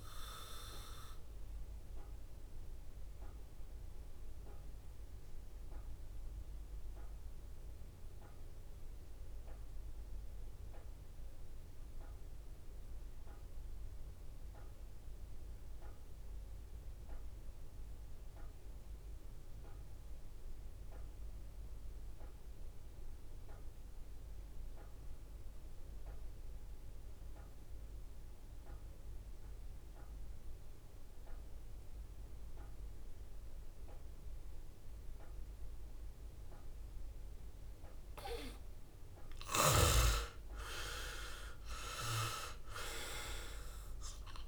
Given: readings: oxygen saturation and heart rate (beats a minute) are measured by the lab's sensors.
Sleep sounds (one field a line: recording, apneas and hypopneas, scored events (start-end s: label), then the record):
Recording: breathing in sleep by a room microphone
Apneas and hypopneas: 1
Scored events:
0.00-20.00 s: oxygen desaturation (device-marked, oxygen 80% lowest, heart rate 57 extreme)
0.50-37.00 s: obstructive apnea (oxygen 97% before, 80% lowest, heart rate 70 before, 57 extreme, up 8 after)
30.00-44.48 s: oxygen desaturation (device-marked, oxygen 99% before, 80% lowest, heart rate 62 before, 65 extreme)
39.50-43.00 s: arousal
From the record:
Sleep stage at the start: N2 (light sleep)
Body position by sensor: on the back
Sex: male